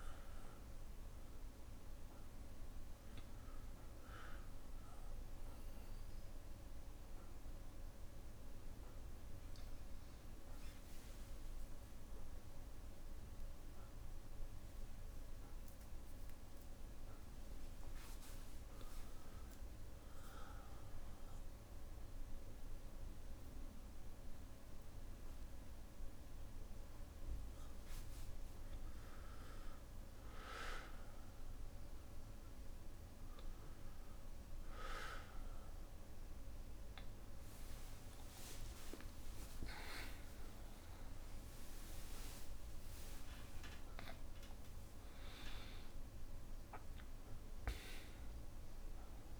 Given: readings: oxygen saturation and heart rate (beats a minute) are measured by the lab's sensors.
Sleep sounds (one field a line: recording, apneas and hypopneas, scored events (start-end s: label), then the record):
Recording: a person awake in a sleep study, hard to hear, by a room microphone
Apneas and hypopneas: 1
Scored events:
0.00-15.00 s: oxygen desaturation (device-marked, oxygen 92% lowest, heart rate 61 extreme)
4.00-27.00 s: obstructive apnea (oxygen 99% before, 92% lowest, heart rate 65 before, 61 extreme, up 1 after)
20.00-49.40 s: new sleep stage, awake
43.00-45.00 s: long interval between heartbeats (device-marked, heart rate 63 before, 82 extreme)
From the record:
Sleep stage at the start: N1 (lightest sleep)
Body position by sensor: on the back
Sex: male